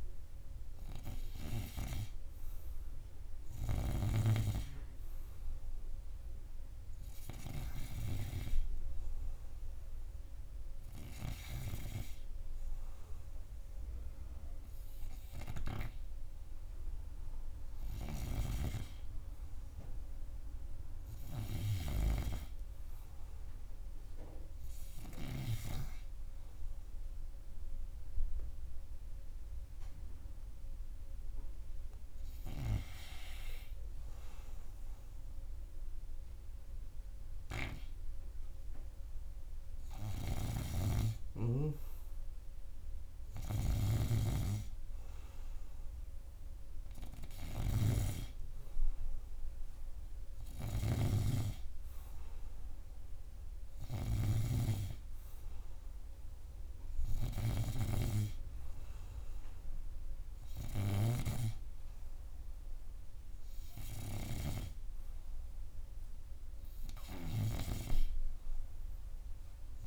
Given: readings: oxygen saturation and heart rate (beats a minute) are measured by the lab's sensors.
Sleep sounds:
breathing in sleep by a room microphone; none
41.00-55.00 s: snoring (device-marked)
From the record:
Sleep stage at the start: N2 (light sleep); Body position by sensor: on the right side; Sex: male

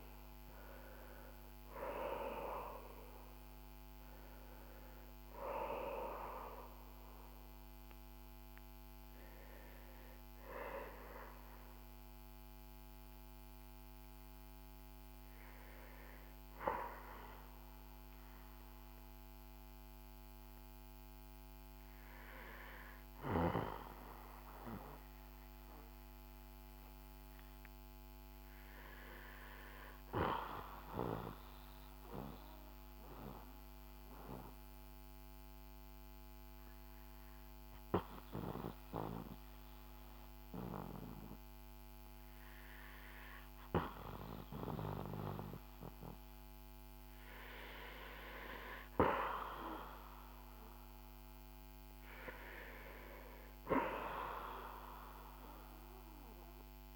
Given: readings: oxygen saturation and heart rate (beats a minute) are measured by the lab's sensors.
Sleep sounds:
breathing in sleep by a microphone on the trachea; 1
0.00-33.00 s: oxygen desaturation (device-marked, oxygen 80% lowest, heart rate 48 extreme)
24.00-47.50 s: obstructive apnea (oxygen 90% before, 80% lowest, heart rate 62 before, 48 extreme, up 13 after)
50.00-53.50 s: arousal
53.00-56.96 s: oxygen desaturation (device-marked, oxygen 97% before, 92% lowest, heart rate 55 before, 54 extreme)
From the record:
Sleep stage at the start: REM sleep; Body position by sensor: on the back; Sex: male

